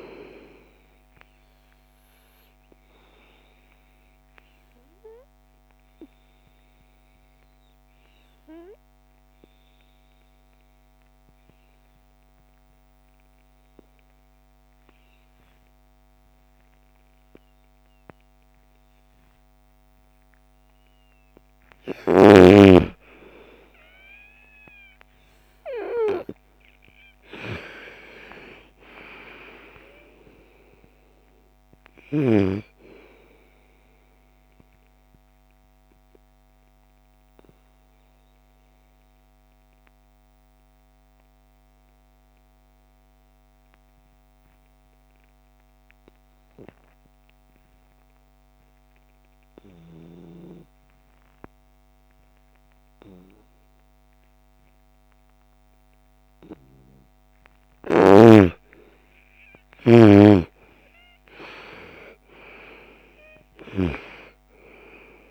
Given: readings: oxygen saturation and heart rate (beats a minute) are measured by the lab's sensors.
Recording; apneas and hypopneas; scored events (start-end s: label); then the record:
breathing in sleep by a microphone on the trachea; 2
0.00-16.00 s: oxygen desaturation (device-marked, oxygen 88% lowest, heart rate 55 extreme)
2.00-19.00 s: obstructive apnea (oxygen 98% before, 85% lowest, heart rate 53 before, 55 extreme, up 7 after)
22.00-26.00 s: arousal
27.00-49.00 s: oxygen desaturation (device-marked, oxygen 97% before, 86% lowest, heart rate 58 before, 56 extreme)
33.50-55.50 s: obstructive apnea (oxygen 97% before, 85% lowest, heart rate 59 before, 56 extreme, up 9 after)
57.00-65.31 s: oxygen desaturation (device-marked, oxygen 98% before, 85% lowest, heart rate 59 before, 47 extreme)
57.00-65.31 s: snoring (device-marked)
57.50-61.50 s: arousal
From the record:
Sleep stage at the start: N2 (light sleep); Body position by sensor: on the right side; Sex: female